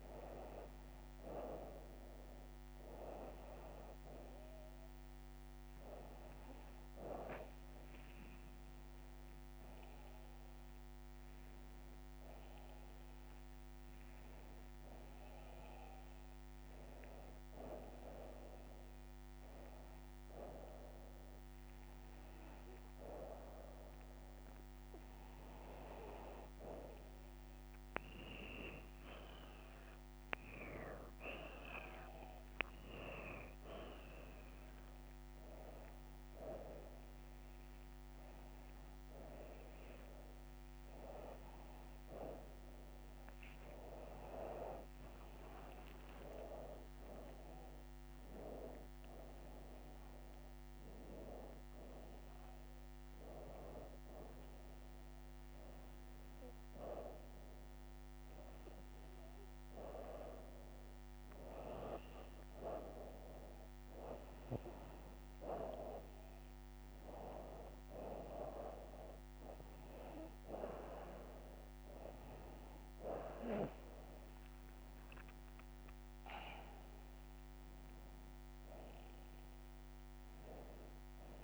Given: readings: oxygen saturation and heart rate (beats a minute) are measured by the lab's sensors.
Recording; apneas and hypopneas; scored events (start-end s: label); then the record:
breathing in sleep by a microphone on the trachea; none
34.00-47.00 s: oxygen desaturation (device-marked, oxygen 91% before, 87% lowest, heart rate 92 before, 87 extreme)
44.50-50.00 s: arousal
From the record:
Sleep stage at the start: N2 (light sleep); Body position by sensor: upright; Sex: female